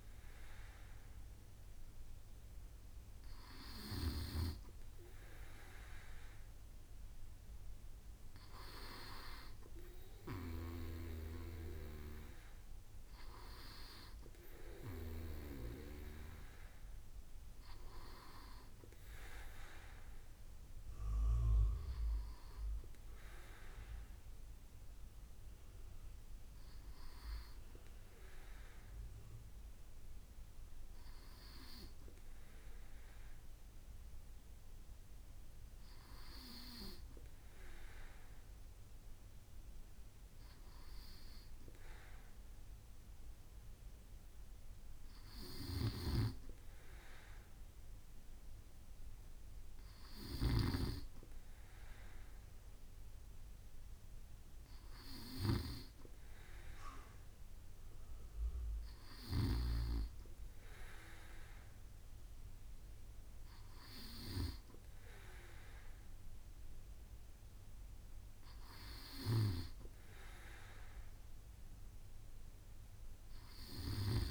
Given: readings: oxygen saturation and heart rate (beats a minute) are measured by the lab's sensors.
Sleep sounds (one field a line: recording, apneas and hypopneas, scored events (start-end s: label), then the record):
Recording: breathing in sleep by a room microphone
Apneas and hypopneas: none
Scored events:
none scored
From the record:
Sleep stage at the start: N2 (light sleep)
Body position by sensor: on the right side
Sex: male